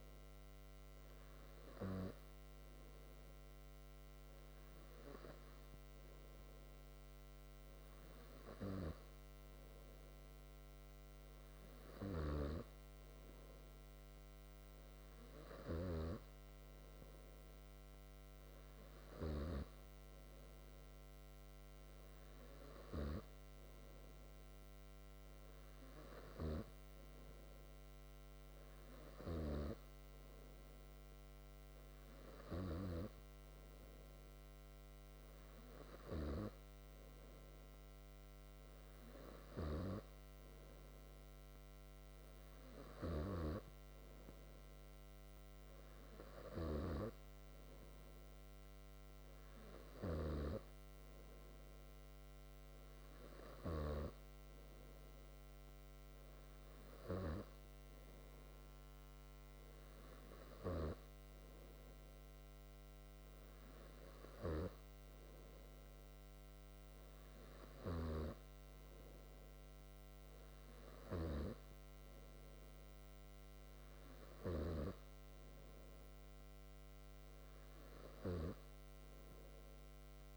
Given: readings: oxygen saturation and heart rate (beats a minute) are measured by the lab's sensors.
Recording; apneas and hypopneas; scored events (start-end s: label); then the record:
breathing in sleep by a microphone on the trachea; none
none scored
From the record:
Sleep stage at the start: N3 (deep sleep); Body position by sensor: on the back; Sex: male